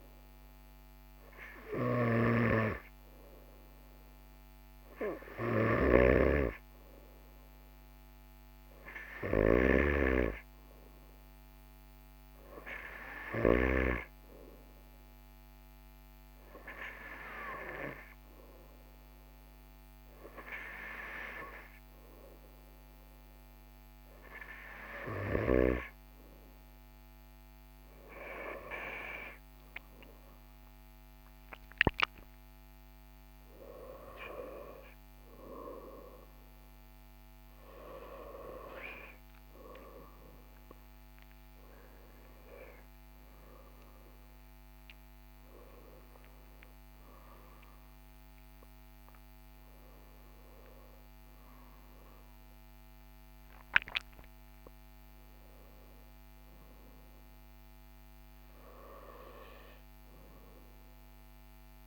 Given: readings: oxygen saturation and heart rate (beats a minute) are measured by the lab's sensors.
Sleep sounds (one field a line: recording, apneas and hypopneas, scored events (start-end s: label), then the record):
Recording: a person partly awake in a sleep study, by a microphone on the trachea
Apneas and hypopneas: none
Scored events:
25.00-55.00 s: new sleep stage, awake
55.00-61.87 s: new sleep stage, N1 (lightest sleep)
From the record:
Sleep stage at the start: N2 (light sleep)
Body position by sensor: on the right side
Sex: male